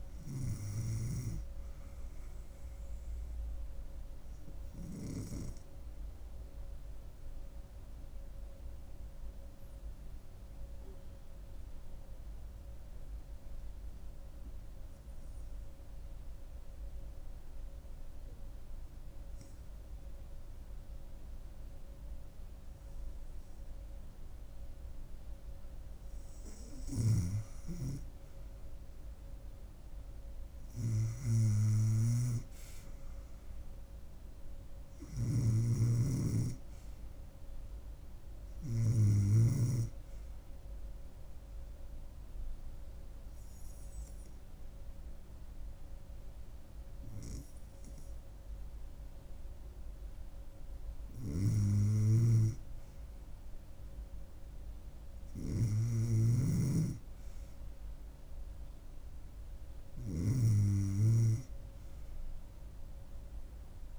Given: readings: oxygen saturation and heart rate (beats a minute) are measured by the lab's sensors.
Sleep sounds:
breathing in sleep by a room microphone; 2
0.00-11.00 s: oxygen desaturation (device-marked, oxygen 93% lowest, heart rate 71 extreme)
7.00-24.50 s: hypopnea (oxygen 97% before, 91% lowest, heart rate 72 before, 68 extreme, up 3 after)
20.00-63.99 s: new sleep stage, REM sleep
26.00-54.00 s: oxygen desaturation (device-marked, oxygen 97% before, 91% lowest, heart rate 71 before, 68 extreme)
26.50-39.50 s: snoring (device-marked)
27.50-32.00 s: arousal
40.50-51.00 s: hypopnea (oxygen 97% before, 91% lowest, heart rate 73 before, 68 extreme, up 2 after)
55.50-60.00 s: arousal
56.00-63.99 s: snoring (device-marked)
From the record:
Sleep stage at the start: N2 (light sleep); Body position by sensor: on the back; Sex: female

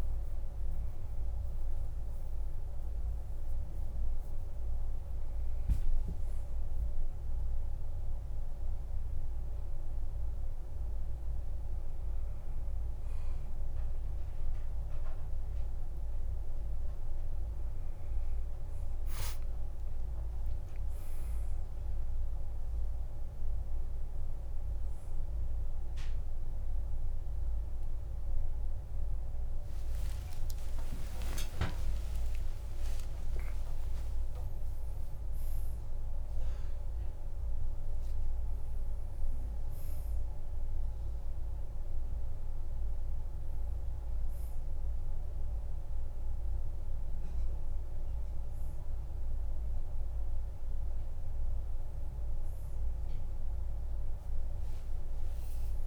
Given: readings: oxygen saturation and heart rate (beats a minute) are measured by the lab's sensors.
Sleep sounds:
a person awake in a sleep study, hard to hear, by a room microphone; none
0.00-11.50 s: oxygen desaturation (device-marked, oxygen 87% lowest, heart rate 52 extreme)
29.50-34.50 s: tachycardia (device-marked, heart rate 55 before, 125 extreme)
32.00-34.00 s: long interval between heartbeats (device-marked, heart rate 58 before, 97 extreme)
From the record:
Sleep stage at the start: awake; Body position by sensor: on the back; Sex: male

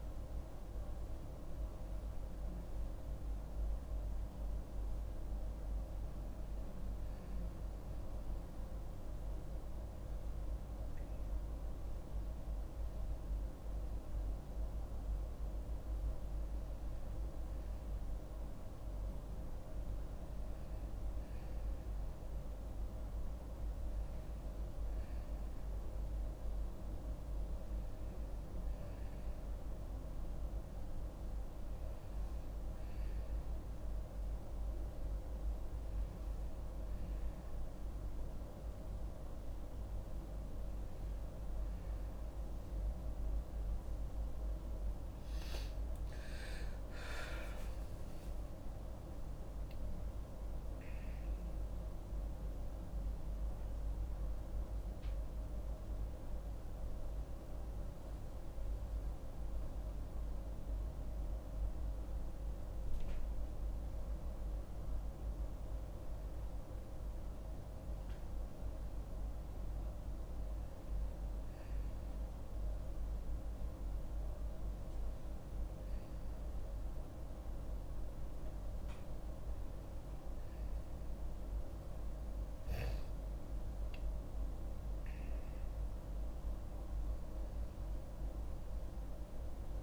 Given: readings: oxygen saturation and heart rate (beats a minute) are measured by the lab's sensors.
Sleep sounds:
a person awake in a sleep study, hard to hear, by a room microphone; none
none scored
From the record:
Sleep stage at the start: awake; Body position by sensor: on the back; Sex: female

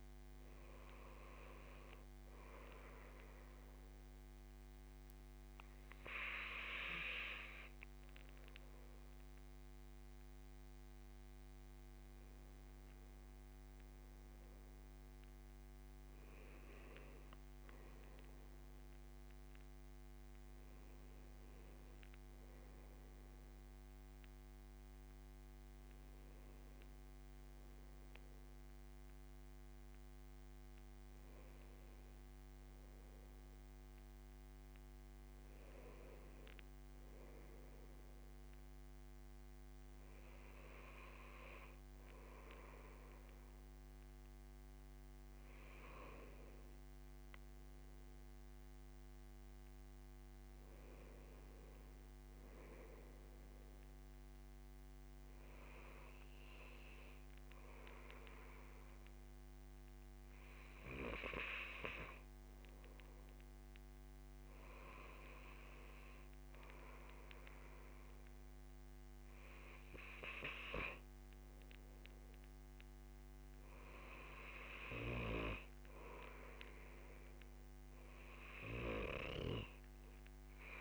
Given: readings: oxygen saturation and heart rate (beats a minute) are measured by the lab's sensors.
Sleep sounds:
breathing in sleep by a microphone on the trachea; 1
1.50-14.00 s: obstructive apnea (oxygen 97% before, 96% lowest, heart rate 82 before, 72 extreme, up 8 after)
16.00-20.00 s: arousal
From the record:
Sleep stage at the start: N2 (light sleep); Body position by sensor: on the back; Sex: male

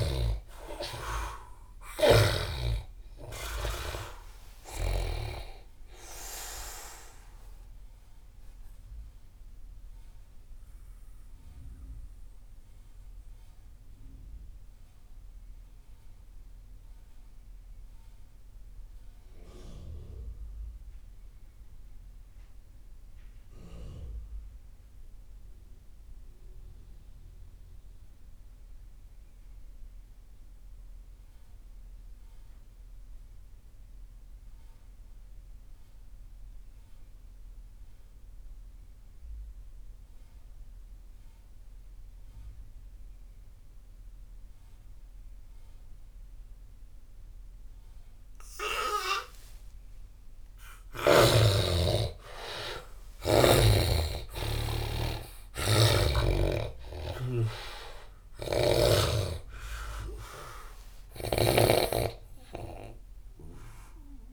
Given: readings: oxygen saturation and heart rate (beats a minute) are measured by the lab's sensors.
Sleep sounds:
breathing in sleep by a room microphone; 1
0.00-2.00 s: snoring (device-marked)
0.00-24.00 s: oxygen desaturation (device-marked, oxygen 74% lowest)
10.50-49.00 s: mixed apnea (oxygen 97% before, 71% lowest)
39.00-64.33 s: oxygen desaturation (device-marked, oxygen 97% before, 71% lowest)
50.00-55.00 s: arousal
From the record:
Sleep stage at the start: N2 (light sleep); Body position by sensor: on the back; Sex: male

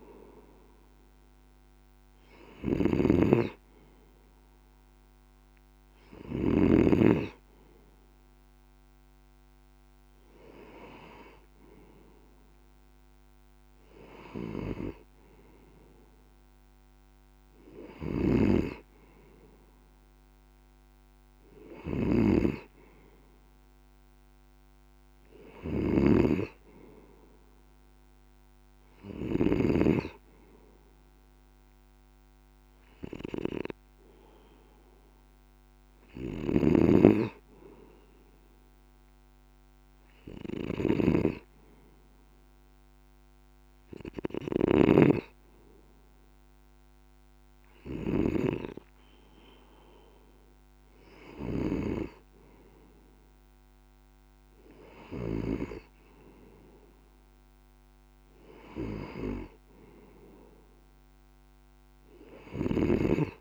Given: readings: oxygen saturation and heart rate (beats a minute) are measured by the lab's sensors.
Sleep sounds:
breathing in sleep by a microphone on the trachea; none
0.00-6.50 s: snoring (device-marked)
17.50-29.50 s: snoring (device-marked)
36.00-48.00 s: snoring (device-marked)
62.00-63.41 s: snoring (device-marked)
From the record:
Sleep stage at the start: N2 (light sleep); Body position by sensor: on the left side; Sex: male

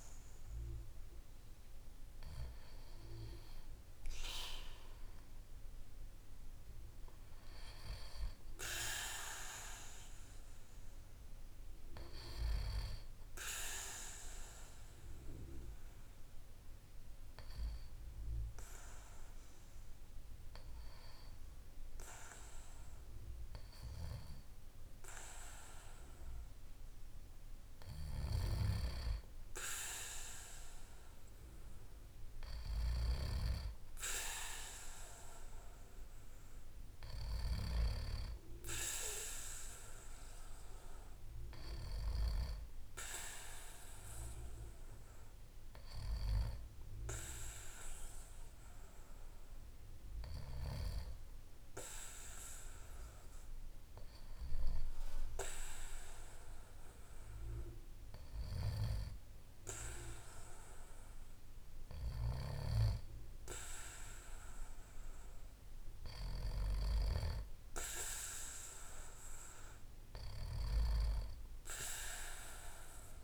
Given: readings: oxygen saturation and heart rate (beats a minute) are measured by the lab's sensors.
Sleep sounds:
breathing in sleep by a room microphone; 2
14.00-27.50 s: hypopnea (oxygen 96% before, 94% lowest, heart rate 52 before, 46 extreme, up 5 after)
29.00-32.50 s: arousal
53.00-64.50 s: hypopnea (oxygen 96% before, 94% lowest, heart rate 52 before, 52 extreme, up 5 after)
From the record:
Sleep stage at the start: N2 (light sleep); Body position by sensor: on the back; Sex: male

